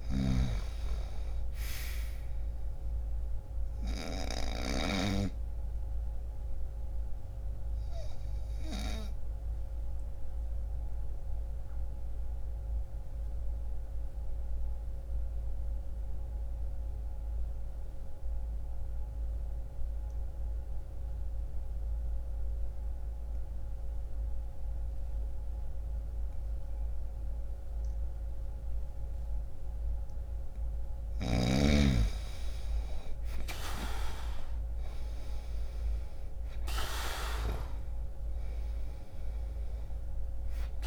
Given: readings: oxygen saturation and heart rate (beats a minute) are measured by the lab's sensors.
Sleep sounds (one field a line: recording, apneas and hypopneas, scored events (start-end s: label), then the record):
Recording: breathing in sleep by a room microphone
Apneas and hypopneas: 1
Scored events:
0.00-25.00 s: oxygen desaturation (device-marked, oxygen 86% lowest, heart rate 60 extreme)
6.00-29.50 s: obstructive apnea (oxygen 98% before, 84% lowest, heart rate 61 before, 60 extreme, up 0 after)
31.50-35.50 s: arousal
32.00-40.87 s: oxygen desaturation (device-marked, oxygen 96% before, 84% lowest, heart rate 60 before, 50 extreme)
From the record:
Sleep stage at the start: N2 (light sleep)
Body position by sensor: on the right side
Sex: male